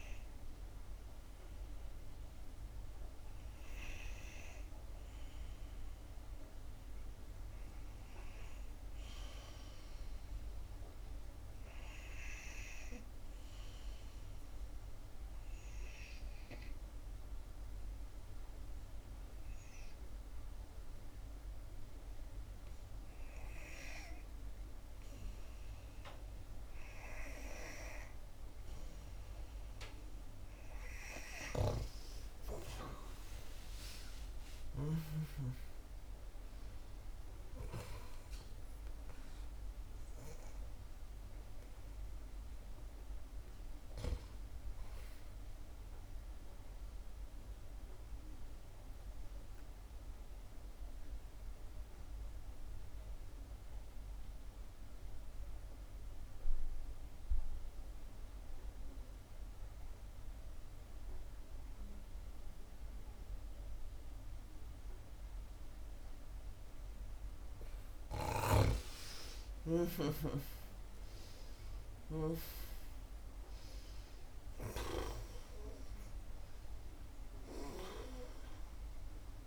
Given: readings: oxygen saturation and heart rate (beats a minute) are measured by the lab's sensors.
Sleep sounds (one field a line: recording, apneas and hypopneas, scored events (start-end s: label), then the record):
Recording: breathing in sleep by a room microphone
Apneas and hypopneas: 2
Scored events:
6.00-10.00 s: arousal
13.50-25.00 s: obstructive apnea (oxygen 96% before, 88% lowest, heart rate 73 before, 64 extreme, up 0 after)
31.50-35.50 s: snoring (device-marked)
32.00-36.00 s: arousal
32.50-53.50 s: oxygen desaturation (device-marked, oxygen 94% before, 91% lowest, heart rate 67 before, 63 extreme)
46.50-67.50 s: obstructive apnea (oxygen 94% before, 88% lowest, heart rate 68 before, 59 extreme, up 7 after)
67.50-79.47 s: oxygen desaturation (device-marked, oxygen 96% before, 88% lowest, heart rate 65 before, 59 extreme)
68.50-72.50 s: snoring (device-marked)
69.00-75.00 s: arousal
From the record:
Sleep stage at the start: N2 (light sleep)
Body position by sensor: on the back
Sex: female